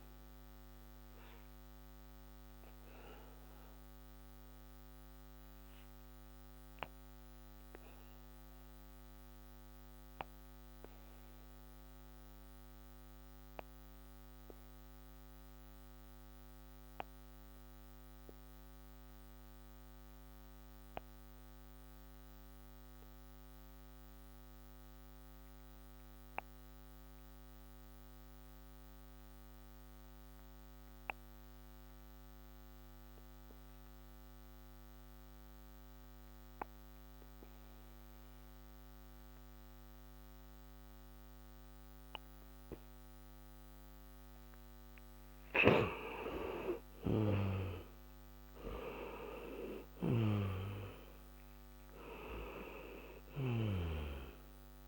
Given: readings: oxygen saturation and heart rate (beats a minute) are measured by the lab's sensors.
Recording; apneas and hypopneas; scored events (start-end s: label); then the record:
breathing in sleep by a microphone on the trachea; 1
1.00-45.50 s: mixed apnea (oxygen 97% before, 83% lowest)
4.00-27.00 s: oxygen desaturation (device-marked, oxygen 95% before, 83% lowest, heart rate 40 before, 35 extreme)
44.00-54.88 s: oxygen desaturation (device-marked, oxygen 97% before, 86% lowest, heart rate 58 before, 26 extreme)
48.00-52.50 s: arousal
From the record:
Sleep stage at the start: N2 (light sleep); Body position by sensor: on the back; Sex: male